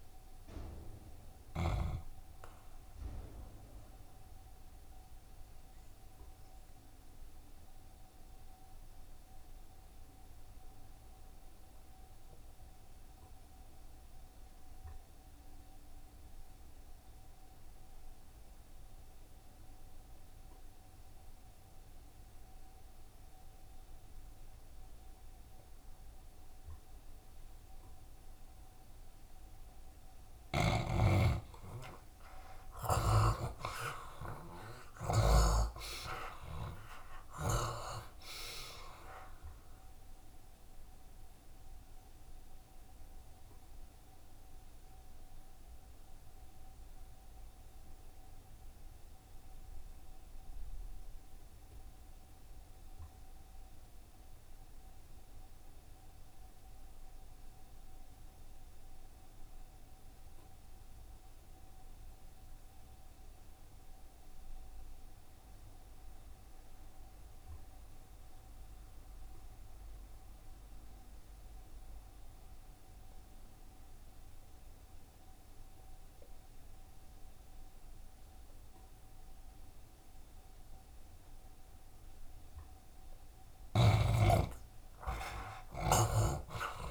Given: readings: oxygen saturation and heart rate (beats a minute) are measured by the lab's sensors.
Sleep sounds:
breathing in sleep by a room microphone; 2
0.00-16.00 s: oxygen desaturation (device-marked, oxygen 65% lowest, heart rate 70 extreme)
4.50-29.50 s: obstructive apnea (oxygen 71% before, 65% lowest, heart rate 89 before, 69 extreme, up 6 after)
21.00-58.00 s: oxygen desaturation (device-marked, oxygen 91% before, 68% lowest, heart rate 72 before, 65 extreme)
32.00-36.50 s: arousal
42.00-82.50 s: obstructive apnea (oxygen 91% before, 66% lowest, heart rate 73 before, 65 extreme, up 31 after)
60.00-86.91 s: oxygen desaturation (device-marked, oxygen 88% before, 66% lowest, heart rate 72 before, 65 extreme)
69.00-71.00 s: long interval between heartbeats (device-marked, heart rate 69 before, 70 extreme)
84.50-86.91 s: arousal
From the record:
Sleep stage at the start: N2 (light sleep); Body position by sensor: on the back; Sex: male

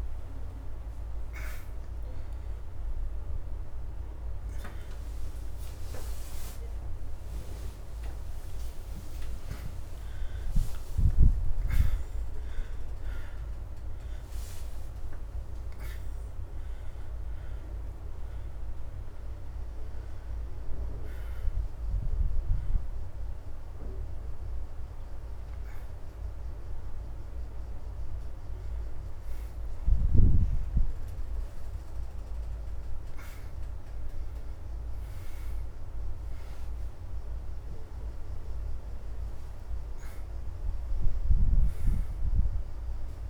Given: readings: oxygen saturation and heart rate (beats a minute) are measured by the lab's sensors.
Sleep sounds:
a person awake in a sleep study, by a room microphone; none
26.50-39.50 s: oxygen desaturation (device-marked, oxygen 92% before, 85% lowest, heart rate 101 before, 83 extreme)
From the record:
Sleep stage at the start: awake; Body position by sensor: on the back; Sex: female

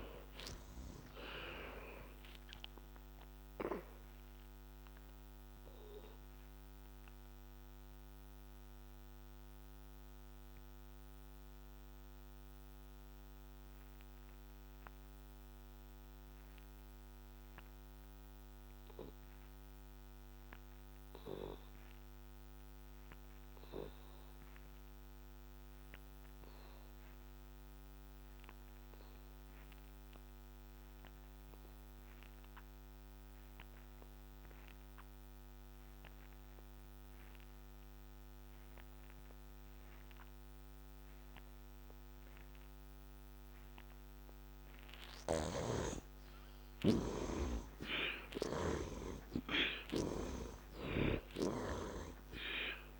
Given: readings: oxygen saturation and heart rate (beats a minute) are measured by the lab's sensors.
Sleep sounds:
breathing in sleep by a microphone on the trachea; 1
0.00-15.00 s: oxygen desaturation (device-marked, oxygen 61% lowest, heart rate 61 extreme)
2.50-43.00 s: mixed apnea (oxygen 81% before, 61% lowest, heart rate 80 before, 61 extreme, up 18 after)
29.00-53.00 s: oxygen desaturation (device-marked, oxygen 92% before, 62% lowest, heart rate 66 before, 64 extreme)
46.50-50.50 s: arousal
From the record:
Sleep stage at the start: N2 (light sleep); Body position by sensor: on the back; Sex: male

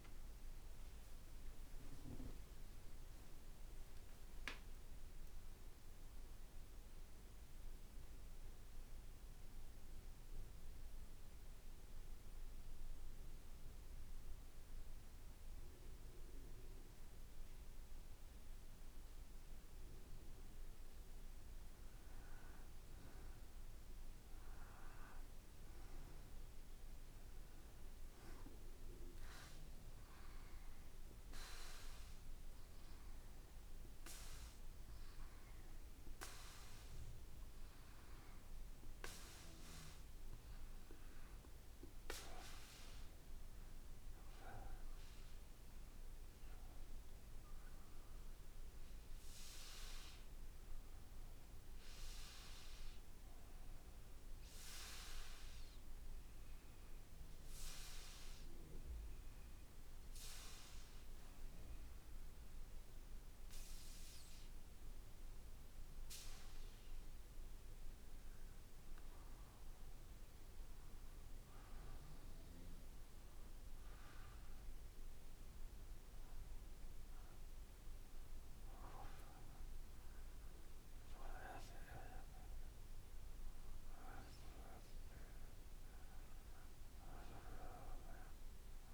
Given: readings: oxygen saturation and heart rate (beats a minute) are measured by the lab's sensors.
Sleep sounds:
breathing in sleep by a room microphone; 1
1.50-4.50 s: arousal
7.50-17.50 s: hypopnea (oxygen 95% before, 91% lowest, heart rate 57 before, 57 extreme, up 2 after)
20.50-25.50 s: arousal
26.50-41.50 s: oxygen desaturation (device-marked, oxygen 95% before, 91% lowest, heart rate 58 before, 57 extreme)
From the record:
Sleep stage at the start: N2 (light sleep); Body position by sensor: on the back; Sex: male

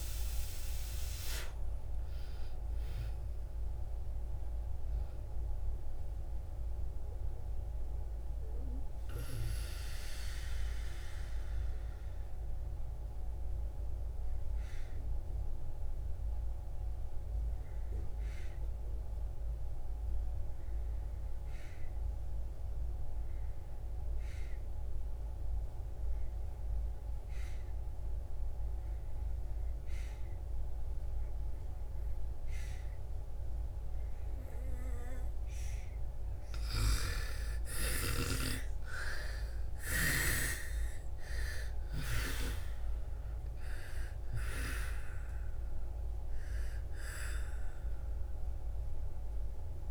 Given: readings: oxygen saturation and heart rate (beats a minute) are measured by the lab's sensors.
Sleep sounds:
breathing in sleep by a room microphone; 1
0.00-1.00 s: arousal
0.00-23.50 s: oxygen desaturation (device-marked, oxygen 74% lowest)
7.00-35.50 s: mixed apnea (oxygen 98% before, 74% lowest)
25.50-49.91 s: oxygen desaturation (device-marked, oxygen 99% before, 79% lowest)
37.50-42.50 s: arousal
From the record:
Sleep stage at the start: N2 (light sleep); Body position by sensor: on the back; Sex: female

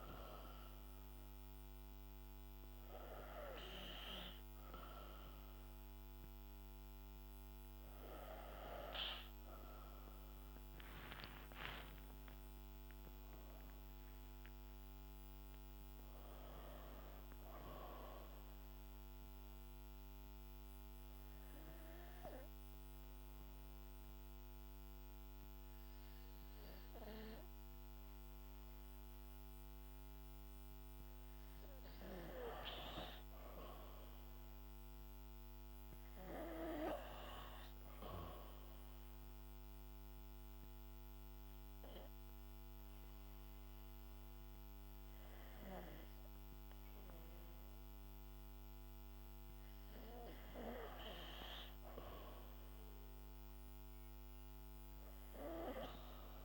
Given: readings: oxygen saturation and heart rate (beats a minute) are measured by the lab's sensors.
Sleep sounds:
breathing in sleep by a microphone on the trachea; 2
0.00-17.50 s: oxygen desaturation (device-marked, oxygen 92% lowest, heart rate 63 extreme)
9.50-13.50 s: arousal
19.00-30.00 s: obstructive apnea (oxygen 96% before, 90% lowest, heart rate 69 before, 60 extreme, up 7 after)
31.50-35.00 s: arousal
37.50-50.50 s: oxygen desaturation (device-marked, oxygen 97% before, 91% lowest, heart rate 65 before, 60 extreme)
38.50-50.00 s: obstructive apnea (oxygen 97% before, 90% lowest, heart rate 65 before, 60 extreme, up 9 after)
From the record:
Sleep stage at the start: N2 (light sleep); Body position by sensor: on the back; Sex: female

